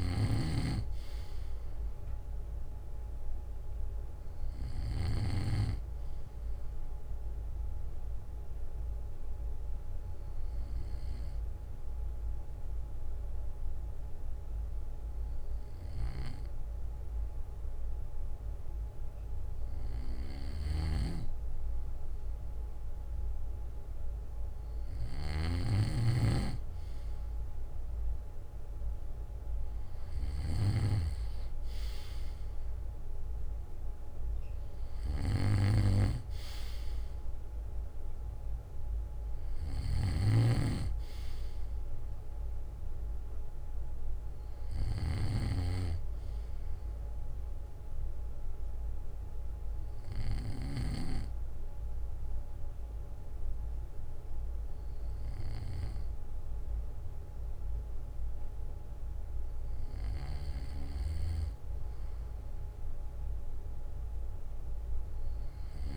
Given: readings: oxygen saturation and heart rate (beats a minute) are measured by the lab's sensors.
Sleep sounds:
breathing in sleep by a room microphone; 2
5.50-18.50 s: obstructive apnea (oxygen 96% before, 94% lowest, heart rate 64 before, 57 extreme, up 11 after)
23.50-28.50 s: arousal
25.00-30.50 s: snoring (device-marked)
46.50-59.50 s: obstructive apnea (oxygen 96% before, 94% lowest, heart rate 64 before, 59 extreme, up 9 after)
62.00-65.97 s: arousal
From the record:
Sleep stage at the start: N2 (light sleep); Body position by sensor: on the back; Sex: male

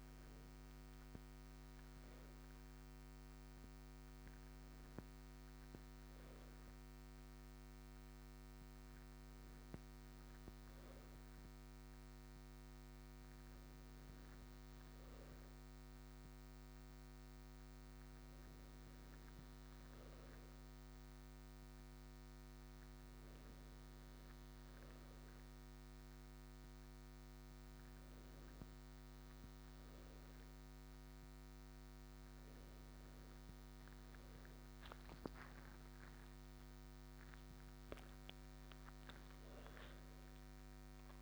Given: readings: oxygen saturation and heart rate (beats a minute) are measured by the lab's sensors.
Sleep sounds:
breathing in sleep, hard to hear, by a microphone on the trachea; none
none scored
From the record:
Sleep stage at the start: N2 (light sleep); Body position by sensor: on the right side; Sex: male

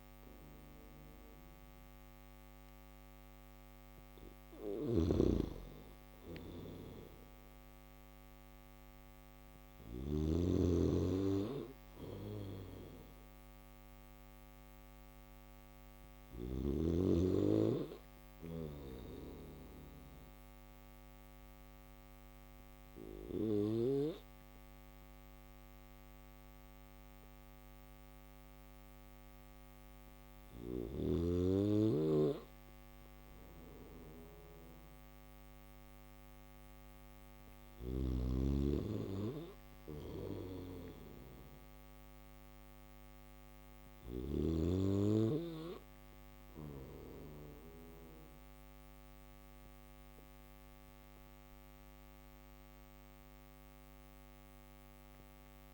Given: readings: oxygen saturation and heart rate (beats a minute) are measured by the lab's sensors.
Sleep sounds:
breathing in sleep by a microphone on the trachea; none
3.50-9.00 s: snoring (device-marked)
17.50-23.00 s: snoring (device-marked)
36.50-43.00 s: snoring (device-marked)
From the record:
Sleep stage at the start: N1 (lightest sleep); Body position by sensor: on the back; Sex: male

